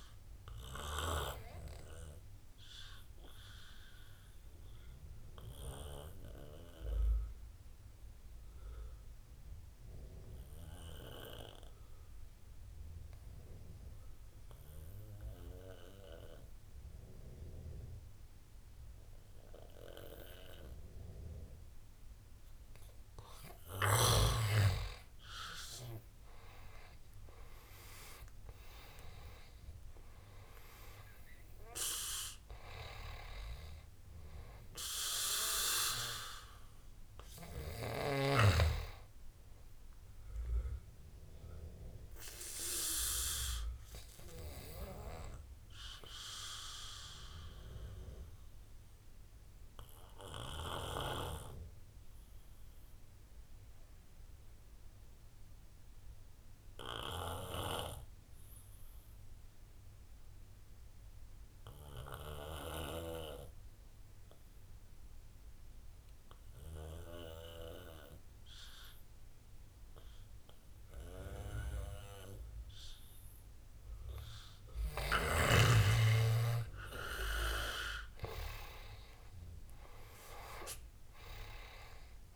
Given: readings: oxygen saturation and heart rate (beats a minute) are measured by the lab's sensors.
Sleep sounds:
breathing in sleep by a room microphone; 2
0.50-23.00 s: obstructive apnea (oxygen 98% before, 85% lowest, heart rate 70 before, 71 extreme, up 5 after)
7.00-17.00 s: oxygen desaturation (device-marked, oxygen 96% before, 92% lowest, heart rate 72 before, 73 extreme)
25.50-30.00 s: arousal
28.00-55.00 s: oxygen desaturation (device-marked, oxygen 97% before, 85% lowest, heart rate 74 before, 63 extreme)
43.50-74.00 s: obstructive apnea (oxygen 97% before, 85% lowest, heart rate 76 before, 63 extreme, up 13 after)
72.00-82.36 s: oxygen desaturation (device-marked, oxygen 98% before, 85% lowest, heart rate 67 before, 66 extreme)
76.50-81.00 s: arousal
From the record:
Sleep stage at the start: N2 (light sleep); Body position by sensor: on the back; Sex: male

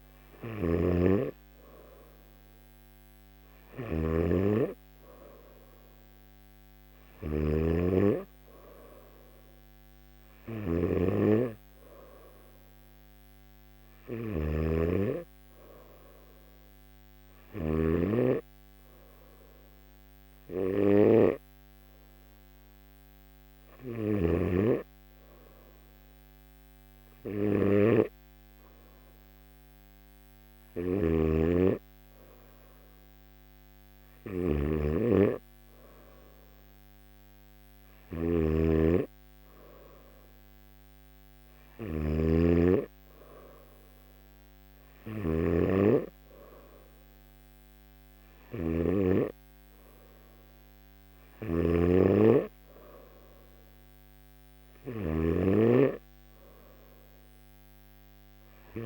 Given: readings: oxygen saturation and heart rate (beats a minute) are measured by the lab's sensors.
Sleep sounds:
breathing in sleep by a microphone on the trachea; none
0.00-17.50 s: snoring (device-marked)
30.50-58.86 s: snoring (device-marked)
From the record:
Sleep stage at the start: N2 (light sleep); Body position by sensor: on the back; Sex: male

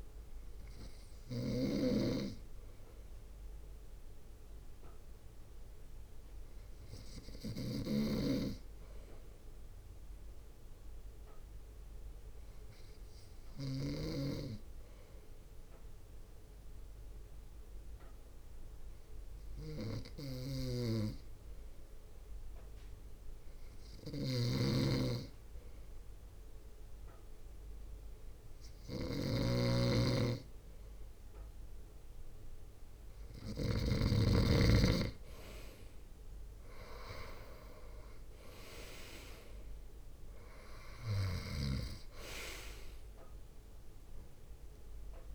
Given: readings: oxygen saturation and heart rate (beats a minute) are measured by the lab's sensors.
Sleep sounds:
breathing in sleep by a room microphone; 1
0.00-14.00 s: snoring (device-marked)
2.00-5.50 s: arousal
9.00-26.00 s: obstructive apnea (oxygen 96% before, 94% lowest, heart rate 60 before, 53 extreme, up 2 after)
20.50-34.00 s: snoring (device-marked)
27.50-31.00 s: arousal
36.00-45.35 s: drop in pulse transit time (device-marked, heart rate 60 before, 53 extreme)
41.50-45.35 s: snoring (device-marked)
From the record:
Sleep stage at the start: N2 (light sleep); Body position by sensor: on the front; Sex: male

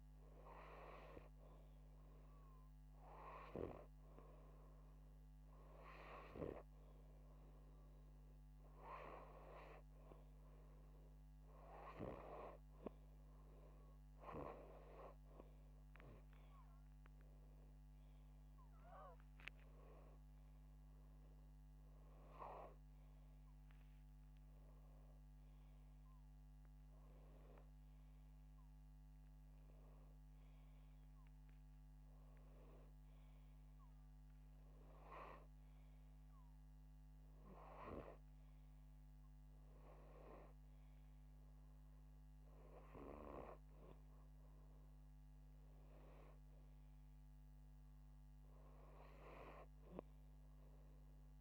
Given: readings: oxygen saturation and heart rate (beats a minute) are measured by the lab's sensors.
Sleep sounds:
breathing in sleep by a microphone on the trachea; none
none scored
From the record:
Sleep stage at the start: N2 (light sleep); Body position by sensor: upright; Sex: male

